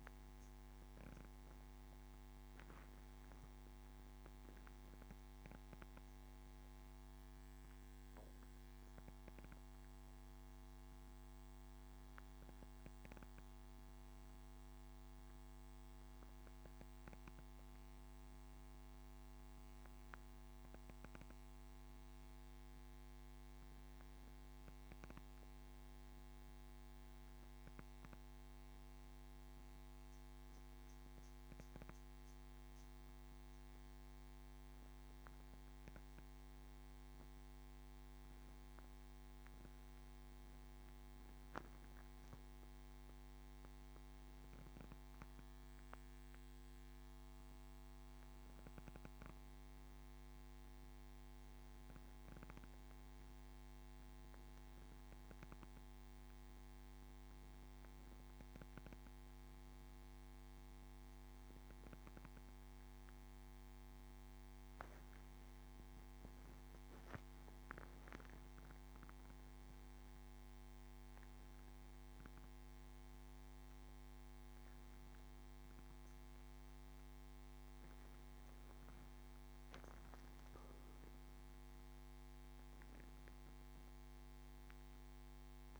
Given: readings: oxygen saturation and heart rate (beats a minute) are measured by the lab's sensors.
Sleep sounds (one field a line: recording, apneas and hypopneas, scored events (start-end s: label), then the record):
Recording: breathing in sleep, hard to hear, by a microphone on the trachea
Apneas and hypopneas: none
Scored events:
69.00-73.50 s: arousal
From the record:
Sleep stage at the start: N1 (lightest sleep)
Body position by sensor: on the back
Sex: male